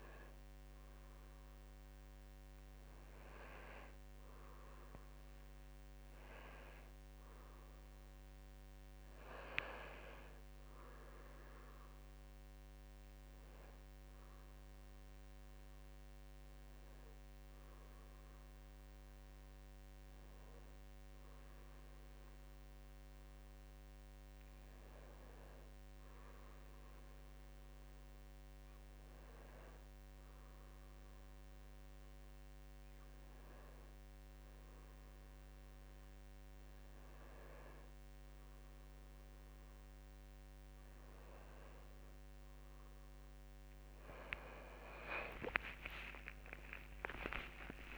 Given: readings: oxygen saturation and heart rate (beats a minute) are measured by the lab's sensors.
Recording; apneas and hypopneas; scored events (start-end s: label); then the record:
breathing in sleep by a microphone on the trachea; none
9.50-18.50 s: drop in pulse transit time (device-marked, heart rate 65 before, 68 extreme)
44.50-47.98 s: new sleep stage, awake
From the record:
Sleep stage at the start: REM sleep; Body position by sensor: on the back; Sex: male